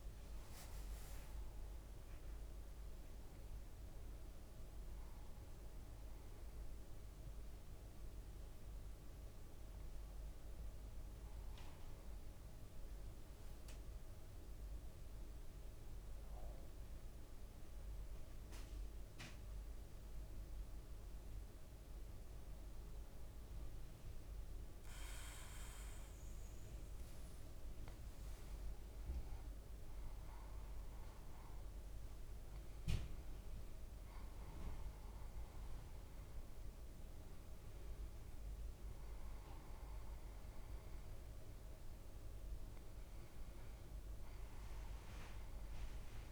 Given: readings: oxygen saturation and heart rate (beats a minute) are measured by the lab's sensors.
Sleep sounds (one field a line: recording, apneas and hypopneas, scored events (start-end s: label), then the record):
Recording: breathing in sleep, hard to hear, by a room microphone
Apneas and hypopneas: 1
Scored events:
0.00-1.00 s: leg movement (device-marked)
11.50-27.50 s: hypopnea (oxygen 98% before, 94% lowest, heart rate 56 before, 55 extreme, up 4 after)
26.00-29.00 s: leg movement (device-marked)
30.00-34.00 s: arousal
From the record:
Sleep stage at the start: N2 (light sleep)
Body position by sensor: on the back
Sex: male